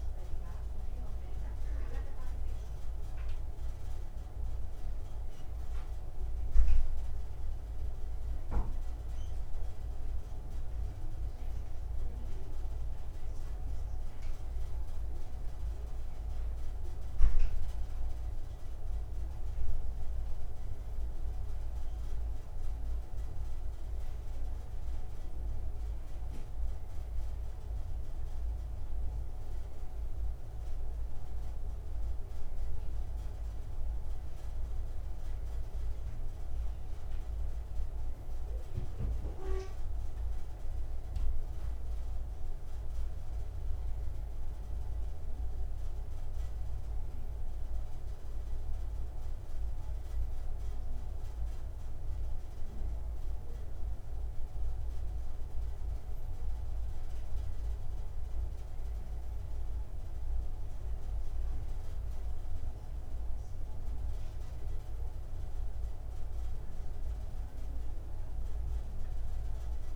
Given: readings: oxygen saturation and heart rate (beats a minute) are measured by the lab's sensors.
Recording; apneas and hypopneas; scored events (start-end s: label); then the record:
breathing in sleep, hard to hear, by a room microphone; none
none scored
From the record:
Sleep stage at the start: N2 (light sleep); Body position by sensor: on the right side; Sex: male